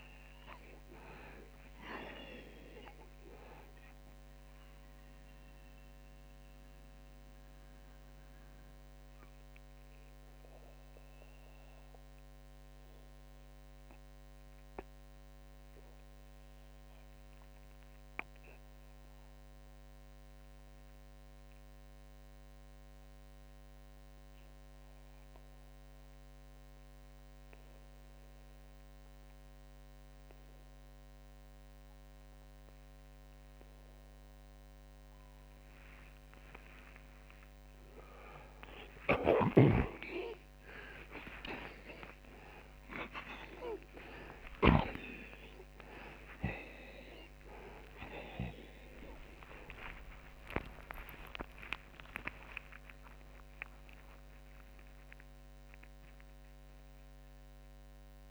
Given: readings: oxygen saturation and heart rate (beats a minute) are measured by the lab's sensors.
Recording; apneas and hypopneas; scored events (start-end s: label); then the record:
a person partly awake in a sleep study, by a microphone on the trachea; 1
0.00-37.00 s: oxygen desaturation (device-marked, oxygen 81% lowest)
6.00-36.50 s: mixed apnea (oxygen 94% before, 81% lowest)
31.00-58.31 s: new sleep stage, awake
38.50-44.50 s: snoring (device-marked)
From the record:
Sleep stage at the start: N2 (light sleep); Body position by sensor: on the back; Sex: male